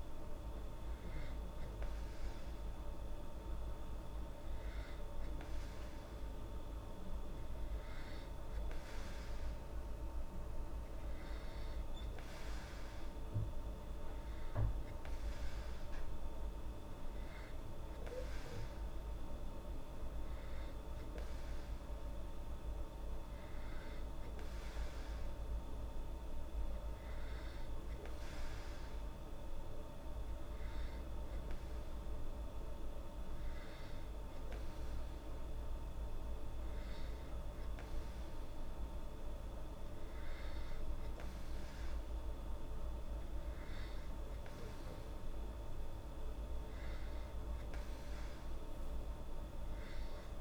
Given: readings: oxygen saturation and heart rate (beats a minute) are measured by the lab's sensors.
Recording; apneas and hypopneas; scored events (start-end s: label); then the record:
breathing in sleep, hard to hear, by a room microphone; none
none scored
From the record:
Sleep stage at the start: N2 (light sleep); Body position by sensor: on the back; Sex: female